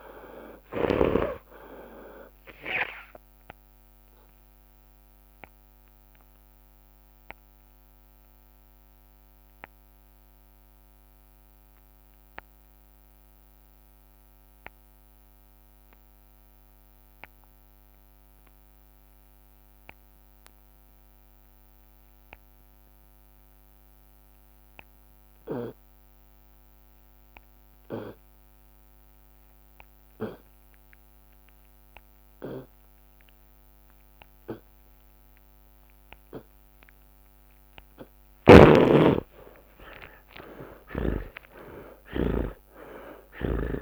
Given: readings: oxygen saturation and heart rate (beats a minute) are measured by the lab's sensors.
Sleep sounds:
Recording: breathing in sleep by a microphone on the trachea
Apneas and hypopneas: 1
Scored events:
4.00-6.00 s: long interval between heartbeats (device-marked, heart rate 94 before, 44 extreme)
5.50-37.00 s: obstructive apnea (oxygen 96% before, 77% lowest)
6.00-8.00 s: long interval between heartbeats (device-marked, heart rate 93 before, 46 extreme)
18.00-20.00 s: long interval between heartbeats (device-marked, heart rate 68 before, 67 extreme)
21.50-25.50 s: oxygen desaturation (device-marked, oxygen 97% before, 94% lowest, heart rate 59 before, 89 extreme)
22.50-24.50 s: long interval between heartbeats (device-marked, heart rate 59 before, 90 extreme)
22.50-31.50 s: drop in pulse transit time (device-marked, heart rate 59 before, 89 extreme)
25.50-27.50 s: long interval between heartbeats (device-marked, heart rate 64 before, 93 extreme)
27.50-34.50 s: oxygen desaturation (device-marked, oxygen 97% before, 77% lowest)
28.00-30.00 s: long interval between heartbeats (device-marked, heart rate 69 before, 89 extreme)
29.50-43.82 s: tachycardia (device-marked, heart rate 80 before, 176 extreme)
32.50-34.50 s: long interval between heartbeats (device-marked, heart rate 81 before, 113 extreme)
35.50-37.50 s: long interval between heartbeats (device-marked, heart rate 90 before, 128 extreme)
38.00-40.00 s: long interval between heartbeats (device-marked, heart rate 97 before, 128 extreme)
38.50-43.82 s: arousal
41.50-43.82 s: drop in pulse transit time (device-marked, heart rate 111 before, 107 extreme)
42.50-43.82 s: long interval between heartbeats (device-marked, heart rate 116 before, 168 extreme)
From the record:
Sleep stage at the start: N2 (light sleep)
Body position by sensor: on the left side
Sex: male

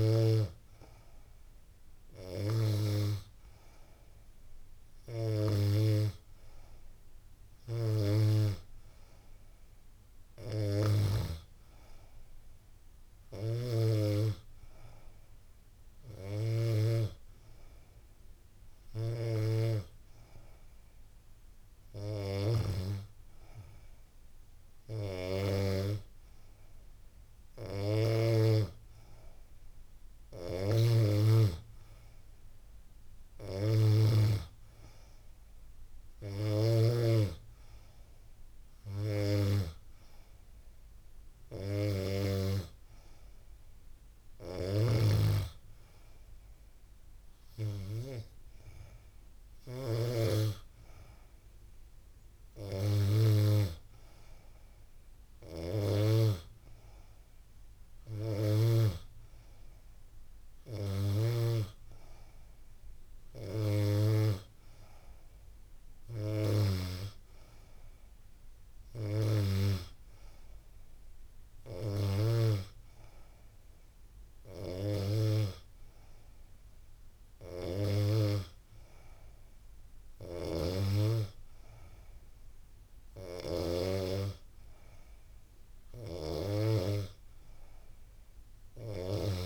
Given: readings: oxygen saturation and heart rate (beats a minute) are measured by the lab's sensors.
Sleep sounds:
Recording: breathing in sleep by a room microphone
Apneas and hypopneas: none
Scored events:
29.50-36.00 s: snoring (device-marked)
From the record:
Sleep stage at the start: N2 (light sleep)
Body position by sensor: on the back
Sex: female

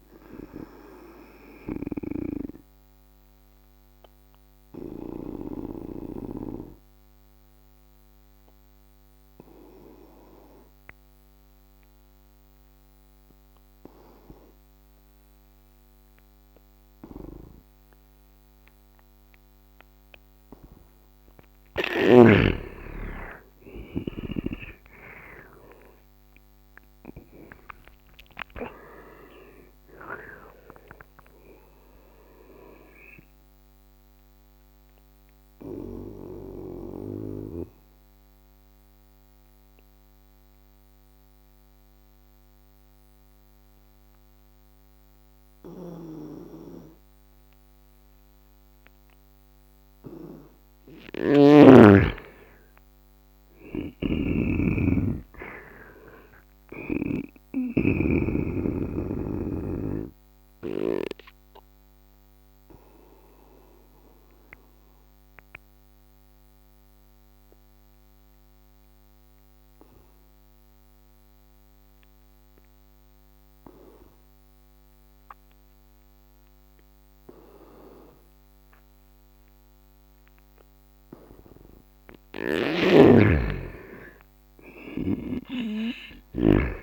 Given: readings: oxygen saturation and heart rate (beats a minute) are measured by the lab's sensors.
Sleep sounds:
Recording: breathing in sleep by a microphone on the trachea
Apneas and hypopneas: 3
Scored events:
0.00-2.00 s: snoring (device-marked)
1.50-20.00 s: obstructive apnea (oxygen 99% before, 82% lowest, heart rate 76 before, 70 extreme, up 15 after)
6.00-16.00 s: oxygen desaturation (device-marked, oxygen 98% before, 87% lowest, heart rate 77 before, 70 extreme)
21.50-23.50 s: long interval between heartbeats (device-marked, heart rate 74 before, 74 extreme)
22.00-25.00 s: arousal
25.00-51.00 s: oxygen desaturation (device-marked, oxygen 98% before, 82% lowest, heart rate 73 before, 69 extreme)
33.50-51.50 s: obstructive apnea (oxygen 98% before, 82% lowest, heart rate 79 before, 69 extreme, up 9 after)
45.50-57.00 s: snoring (device-marked)
52.50-56.00 s: arousal
53.00-76.00 s: oxygen desaturation (device-marked, oxygen 100% before, 85% lowest, heart rate 79 before, 69 extreme)
61.00-82.00 s: obstructive apnea (oxygen 100% before, 82% lowest, heart rate 76 before, 66 extreme, up 16 after)
83.50-86.83 s: arousal
From the record:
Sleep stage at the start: N2 (light sleep)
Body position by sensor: on the right side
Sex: male

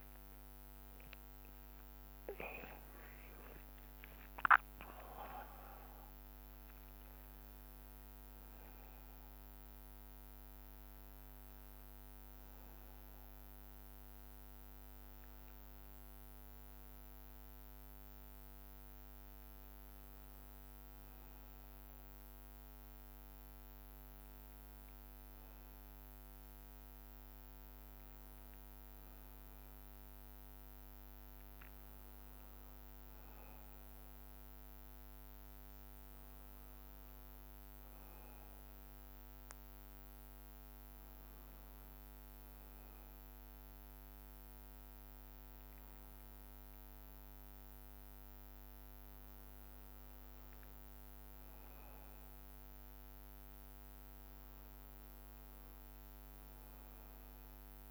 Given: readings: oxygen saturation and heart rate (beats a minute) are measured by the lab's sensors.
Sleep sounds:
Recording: breathing in sleep, hard to hear, by a microphone on the trachea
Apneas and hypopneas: 1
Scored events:
0.00-3.50 s: arousal
1.50-23.50 s: bradycardia (device-marked)
26.50-57.90 s: new sleep stage, N2 (light sleep)
30.00-34.50 s: arousal
39.50-51.00 s: obstructive apnea (oxygen 94% before, 91% lowest)
53.00-57.00 s: arousal
From the record:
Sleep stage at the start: N1 (lightest sleep)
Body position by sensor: on the back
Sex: male

